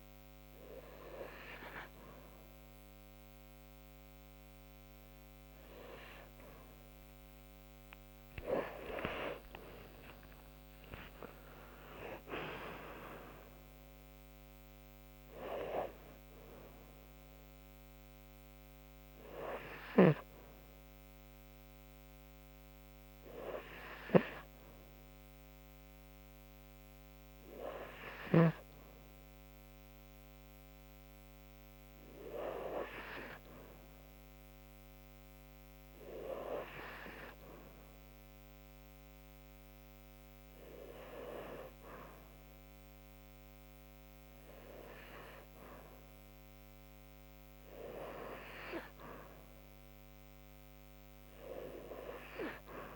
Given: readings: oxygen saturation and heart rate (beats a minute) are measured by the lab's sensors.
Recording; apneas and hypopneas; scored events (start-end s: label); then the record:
breathing in sleep by a microphone on the trachea; none
6.50-11.00 s: arousal
From the record:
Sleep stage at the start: N2 (light sleep); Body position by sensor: on the right side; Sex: female